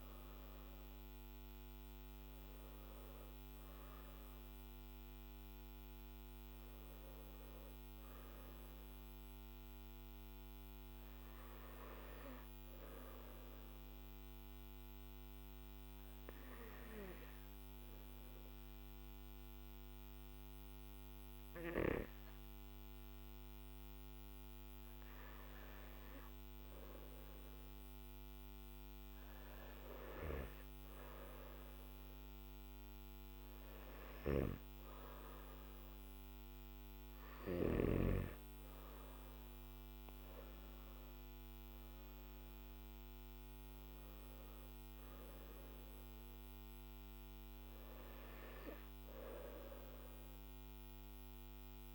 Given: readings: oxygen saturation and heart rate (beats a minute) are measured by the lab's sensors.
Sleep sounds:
breathing in sleep by a microphone on the trachea; 1
12.50-27.50 s: obstructive apnea (oxygen 96% before, 94% lowest, heart rate 53 before, 48 extreme, up 4 after)
From the record:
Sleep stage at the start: N1 (lightest sleep); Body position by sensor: on the back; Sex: male

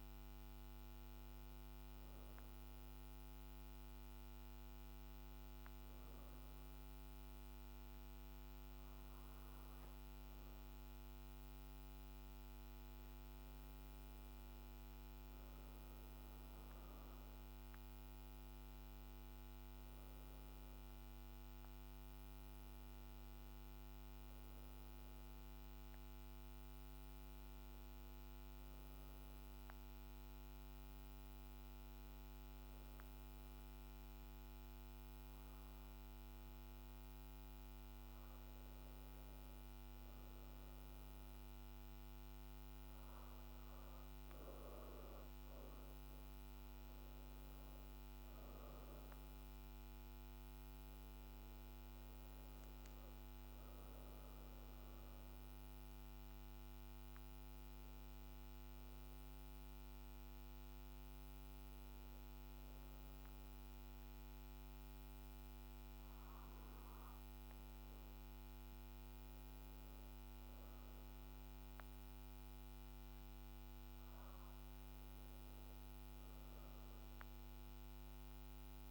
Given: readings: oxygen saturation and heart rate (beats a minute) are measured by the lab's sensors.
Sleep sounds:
breathing in sleep, hard to hear, by a microphone on the trachea; 1
2.00-13.50 s: obstructive apnea (oxygen 95% before, 88% lowest, heart rate 54 before, 54 extreme, up 1 after)
14.50-18.50 s: arousal
17.00-34.00 s: oxygen desaturation (device-marked, oxygen 95% before, 88% lowest, heart rate 55 before, 54 extreme)
49.00-54.00 s: oxygen desaturation (device-marked, oxygen 97% before, 92% lowest, heart rate 55 before, 52 extreme)
74.00-77.00 s: arousal
From the record:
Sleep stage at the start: REM sleep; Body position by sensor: on the back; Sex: female

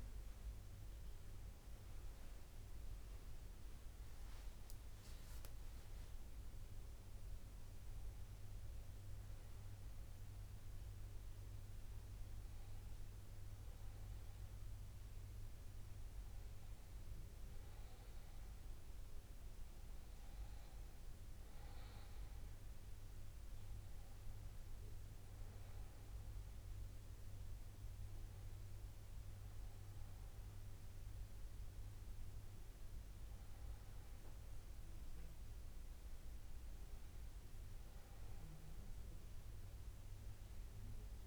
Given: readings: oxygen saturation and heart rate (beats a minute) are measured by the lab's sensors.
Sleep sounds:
breathing in sleep, hard to hear, by a room microphone; none
none scored
From the record:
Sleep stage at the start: N2 (light sleep); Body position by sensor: on the back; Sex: male

